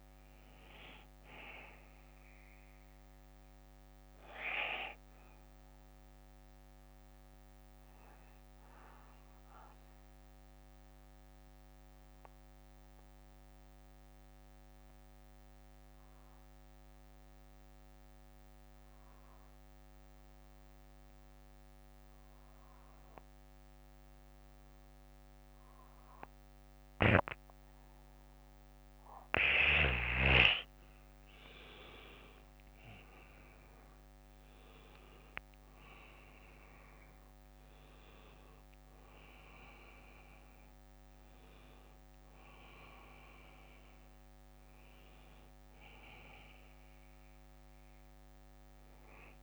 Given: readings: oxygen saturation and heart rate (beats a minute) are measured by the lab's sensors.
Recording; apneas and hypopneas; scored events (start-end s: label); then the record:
breathing in sleep by a microphone on the trachea; 1
0.00-13.50 s: bradycardia (device-marked, heart rate 49 extreme)
0.00-24.50 s: oxygen desaturation (device-marked, oxygen 90% lowest, heart rate 49 extreme)
2.50-32.00 s: obstructive apnea (oxygen 99% before, 89% lowest, heart rate 63 before, 47 extreme, up 15 after)
14.50-22.50 s: bradycardia (device-marked, heart rate 60 before, 54 extreme)
34.00-38.50 s: arousal
36.50-38.50 s: bradycardia (device-marked, heart rate 60 before, 65 extreme)
42.50-49.43 s: oxygen desaturation (device-marked, oxygen 96% before, 89% lowest, heart rate 63 before, 47 extreme)
46.50-49.43 s: bradycardia (device-marked, heart rate 60 before, 47 extreme)
From the record:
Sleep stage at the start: N2 (light sleep); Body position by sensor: on the back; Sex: male